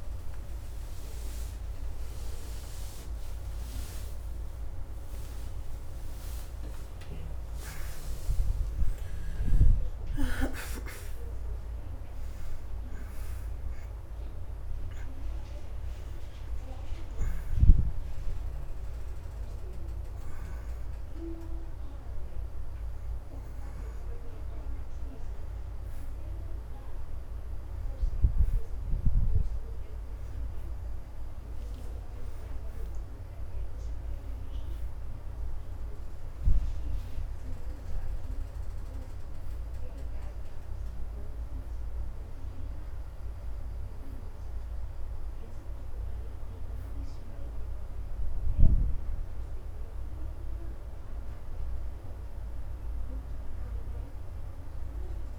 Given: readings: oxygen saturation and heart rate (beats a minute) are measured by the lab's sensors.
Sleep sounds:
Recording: breathing in sleep by a room microphone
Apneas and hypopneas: none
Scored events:
0.00-4.00 s: oxygen desaturation (device-marked, oxygen 57% lowest, heart rate 83 extreme)
0.00-6.50 s: arousal
18.00-32.00 s: oxygen desaturation (device-marked, oxygen 62% before, 56% lowest, heart rate 105 before, 79 extreme)
21.00-51.00 s: new sleep stage, N1 (lightest sleep)
32.00-36.50 s: arousal
43.00-49.00 s: oxygen desaturation (device-marked, oxygen 88% before, 81% lowest, heart rate 85 before, 79 extreme)
51.00-55.39 s: new sleep stage, N2 (light sleep)
From the record:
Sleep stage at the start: N2 (light sleep)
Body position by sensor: on the back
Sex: female

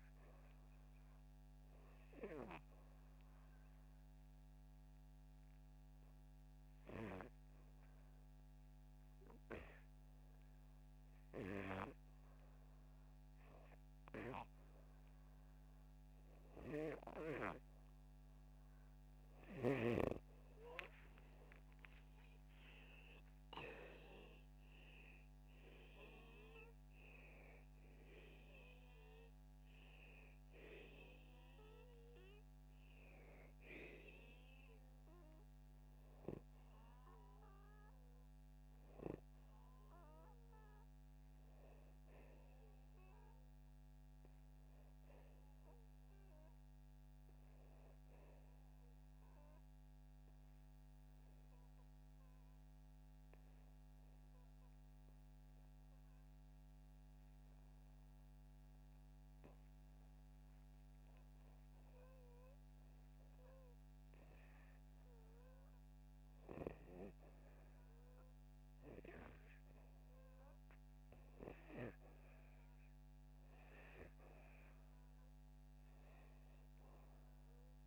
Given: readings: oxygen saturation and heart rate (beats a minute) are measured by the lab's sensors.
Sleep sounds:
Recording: breathing in sleep by a microphone on the trachea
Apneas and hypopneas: 1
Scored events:
0.00-12.50 s: oxygen desaturation (device-marked, oxygen 89% lowest, heart rate 79 extreme)
21.00-25.50 s: arousal
27.50-54.50 s: oxygen desaturation (device-marked, oxygen 95% before, 88% lowest, heart rate 81 before, 74 extreme)
50.00-65.50 s: hypopnea (oxygen 95% before, 89% lowest, heart rate 79 before, 76 extreme, up 4 after)
67.50-71.00 s: arousal
From the record:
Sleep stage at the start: REM sleep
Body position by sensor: upright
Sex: male

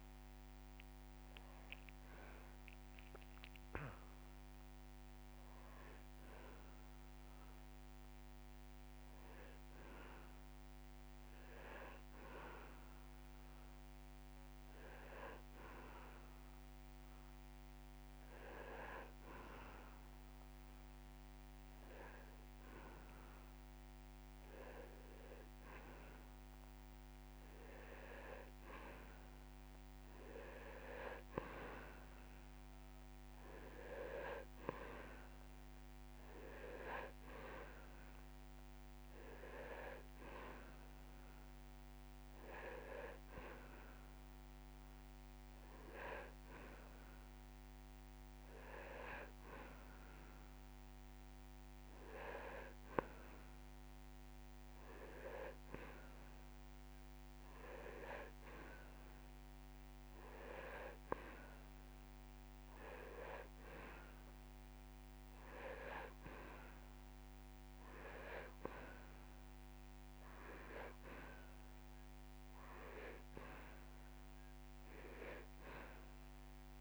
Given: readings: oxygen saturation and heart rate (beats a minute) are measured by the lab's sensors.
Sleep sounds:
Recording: breathing in sleep by a microphone on the trachea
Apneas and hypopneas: 1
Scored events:
0.00-1.50 s: arousal
7.50-24.00 s: hypopnea (oxygen 97% before, 94% lowest)
22.50-24.50 s: long interval between heartbeats (device-marked)
28.00-32.50 s: arousal
36.50-55.50 s: oxygen desaturation (device-marked, oxygen 98% before, 94% lowest)
From the record:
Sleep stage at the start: N2 (light sleep)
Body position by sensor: on the back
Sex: male

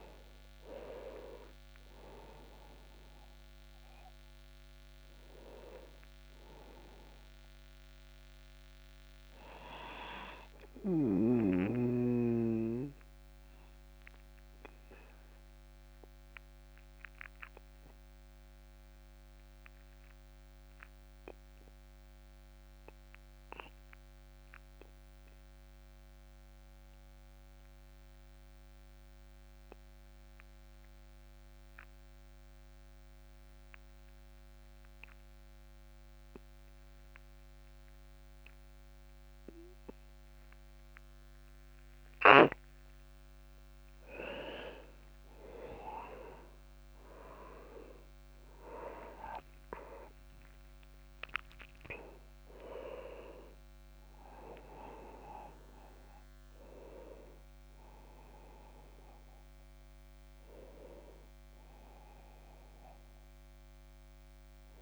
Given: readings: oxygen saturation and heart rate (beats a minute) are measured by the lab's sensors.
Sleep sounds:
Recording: breathing in sleep by a microphone on the trachea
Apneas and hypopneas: 1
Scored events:
0.00-25.00 s: oxygen desaturation (device-marked, oxygen 86% lowest, heart rate 31 extreme)
12.50-43.50 s: obstructive apnea (oxygen 97% before, 86% lowest)
46.00-49.50 s: arousal
48.00-64.82 s: oxygen desaturation (device-marked, oxygen 99% before, 89% lowest)
52.00-64.82 s: new sleep stage, N1 (lightest sleep)
From the record:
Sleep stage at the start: N2 (light sleep)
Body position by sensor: on the back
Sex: male

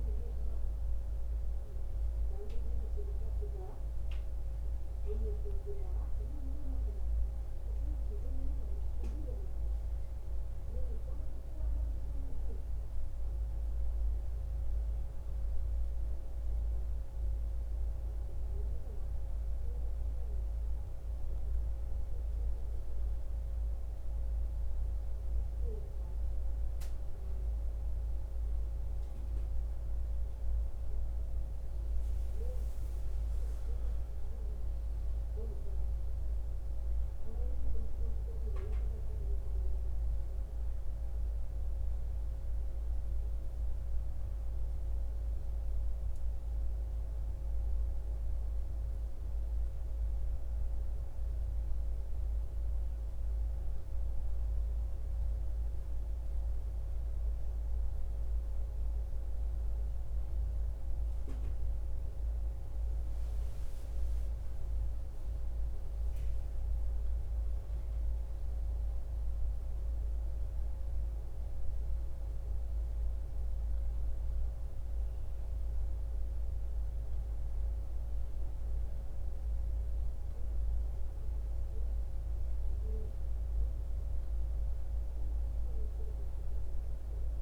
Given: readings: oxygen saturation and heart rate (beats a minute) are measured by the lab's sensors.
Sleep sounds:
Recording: a person awake in a sleep study, hard to hear, by a room microphone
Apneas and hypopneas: none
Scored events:
none scored
From the record:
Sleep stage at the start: awake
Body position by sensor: on the back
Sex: male

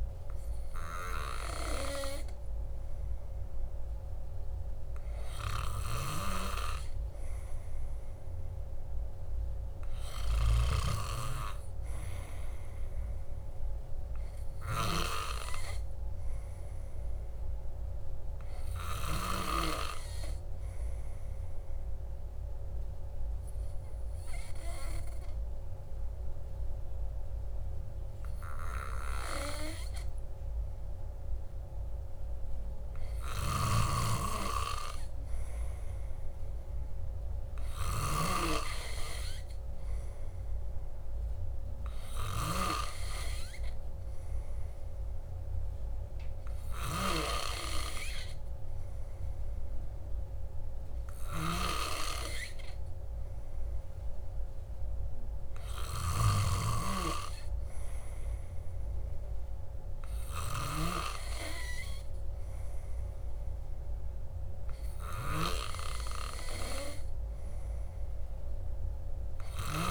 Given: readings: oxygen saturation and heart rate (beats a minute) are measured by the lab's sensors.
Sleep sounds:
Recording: breathing in sleep by a room microphone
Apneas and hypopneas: 1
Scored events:
22.00-33.00 s: obstructive apnea (oxygen 98% before, 96% lowest, heart rate 55 before, 53 extreme, up 3 after)
35.00-37.50 s: arousal
From the record:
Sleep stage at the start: N2 (light sleep)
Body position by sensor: on the back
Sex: male

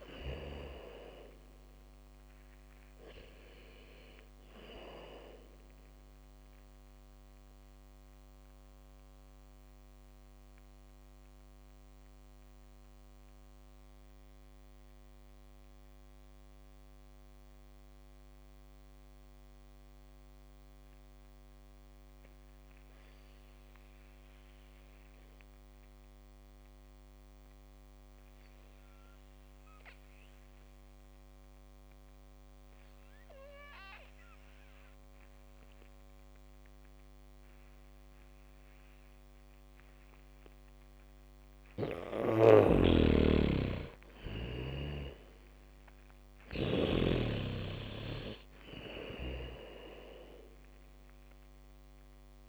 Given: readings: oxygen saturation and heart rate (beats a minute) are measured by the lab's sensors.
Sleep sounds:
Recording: breathing in sleep by a microphone on the trachea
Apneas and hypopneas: 1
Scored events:
0.00-2.50 s: arousal
0.00-21.50 s: oxygen desaturation (device-marked, oxygen 74% lowest, heart rate 49 extreme)
8.00-42.00 s: mixed apnea (oxygen 100% before, 72% lowest, heart rate 65 before, 50 extreme, up 4 after)
27.50-52.49 s: oxygen desaturation (device-marked, oxygen 100% before, 72% lowest, heart rate 76 before, 50 extreme)
37.50-46.50 s: bradycardia (device-marked, heart rate 70 before, 52 extreme)
43.00-48.00 s: snoring (device-marked)
43.50-48.50 s: arousal
From the record:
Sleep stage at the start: N2 (light sleep)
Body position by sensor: on the back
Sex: female

